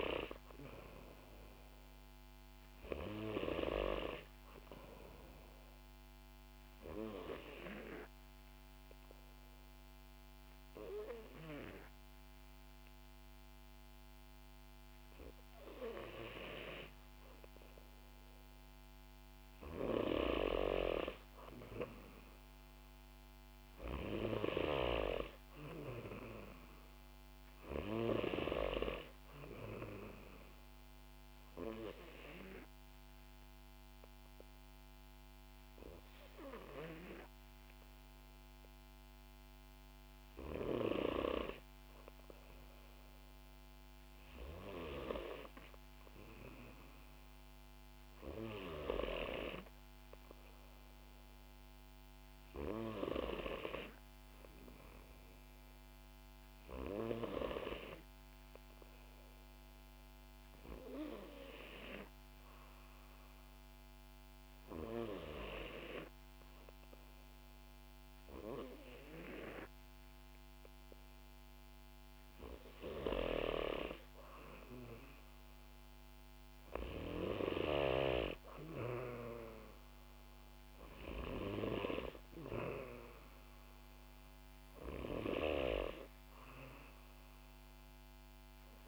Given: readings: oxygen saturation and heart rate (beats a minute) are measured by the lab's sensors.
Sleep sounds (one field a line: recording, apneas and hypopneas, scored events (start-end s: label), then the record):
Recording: breathing in sleep by a microphone on the trachea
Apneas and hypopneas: 3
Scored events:
6.50-19.50 s: obstructive apnea (oxygen 95% before, 92% lowest, heart rate 64 before, 63 extreme, up 2 after)
22.00-25.50 s: arousal
24.50-28.50 s: snoring (device-marked)
31.00-41.00 s: obstructive apnea (oxygen 94% before, 91% lowest, heart rate 65 before, 64 extreme, up 1 after)
45.00-49.00 s: arousal
59.50-73.00 s: hypopnea (oxygen 94% before, 91% lowest, heart rate 66 before, 61 extreme, up 3 after)
75.50-79.00 s: arousal
From the record:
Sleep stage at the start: N2 (light sleep)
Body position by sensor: on the back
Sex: female